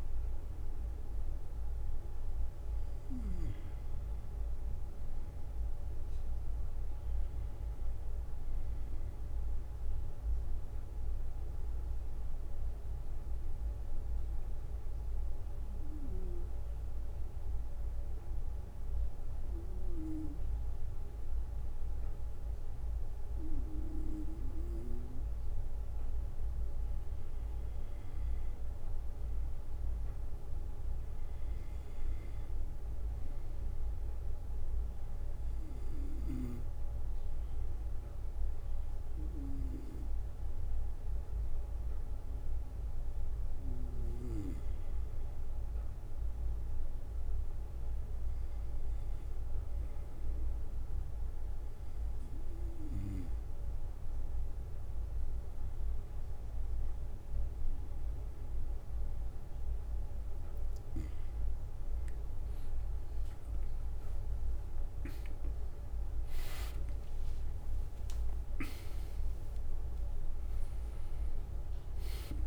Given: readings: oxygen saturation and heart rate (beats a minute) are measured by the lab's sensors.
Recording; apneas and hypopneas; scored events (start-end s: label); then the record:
breathing in sleep by a room microphone; 2
15.00-27.00 s: obstructive apnea (oxygen 96% before, 92% lowest, heart rate 62 before, 61 extreme, up 1 after)
28.50-32.00 s: arousal
40.50-59.50 s: oxygen desaturation (device-marked, oxygen 96% before, 92% lowest, heart rate 62 before, 59 extreme)
48.00-59.50 s: hypopnea (oxygen 96% before, 92% lowest, heart rate 62 before, 59 extreme, up 3 after)
62.50-66.50 s: arousal
From the record:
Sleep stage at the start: N2 (light sleep); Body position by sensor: on the back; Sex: male